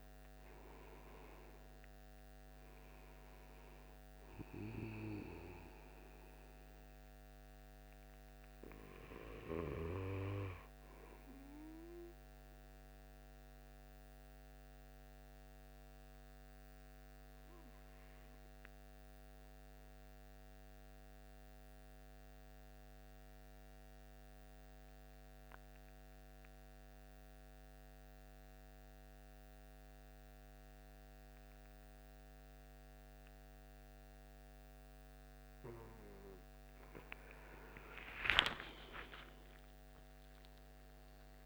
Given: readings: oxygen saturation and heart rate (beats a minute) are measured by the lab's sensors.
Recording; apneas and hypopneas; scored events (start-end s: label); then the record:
breathing in sleep by a microphone on the trachea; 1
0.00-20.00 s: oxygen desaturation (device-marked, oxygen 91% lowest, heart rate 73 extreme)
11.50-35.00 s: obstructive apnea (oxygen 97% before, 91% lowest, heart rate 77 before, 72 extreme, up 4 after)
37.00-41.45 s: oxygen desaturation (device-marked, oxygen 96% before, 91% lowest, heart rate 78 before, 72 extreme)
37.50-41.45 s: arousal
From the record:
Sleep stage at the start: N2 (light sleep); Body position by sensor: on the right side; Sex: male